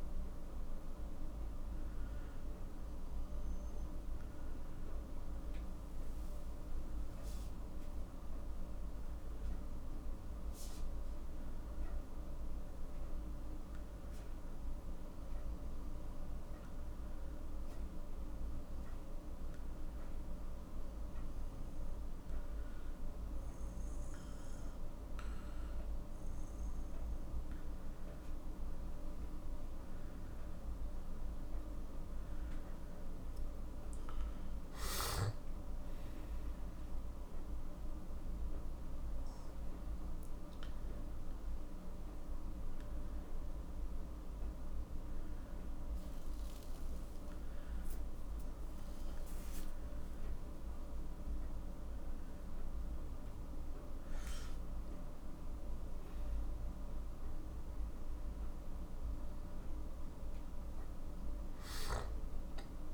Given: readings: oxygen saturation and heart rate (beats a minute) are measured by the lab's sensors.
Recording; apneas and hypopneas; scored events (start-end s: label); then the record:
breathing in sleep, hard to hear, by a room microphone; 2
7.50-32.50 s: hypopnea (oxygen 93% before, 91% lowest, heart rate 57 before, 55 extreme, up 7 after)
34.50-39.00 s: arousal
44.50-57.00 s: hypopnea (oxygen 93% before, 91% lowest, heart rate 60 before, 57 extreme, up 5 after)
59.00-62.94 s: arousal
From the record:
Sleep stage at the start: N2 (light sleep); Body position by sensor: on the back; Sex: male